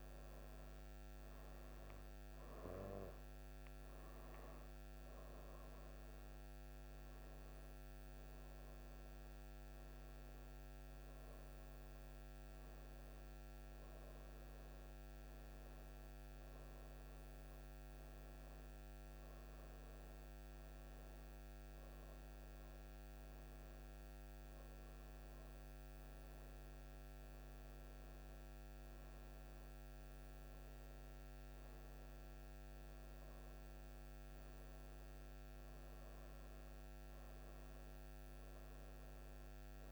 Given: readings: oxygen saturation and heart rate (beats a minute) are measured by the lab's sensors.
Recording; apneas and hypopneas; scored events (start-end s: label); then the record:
breathing in sleep, hard to hear, by a microphone on the trachea; none
none scored
From the record:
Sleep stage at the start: N1 (lightest sleep); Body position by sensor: on the right side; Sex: female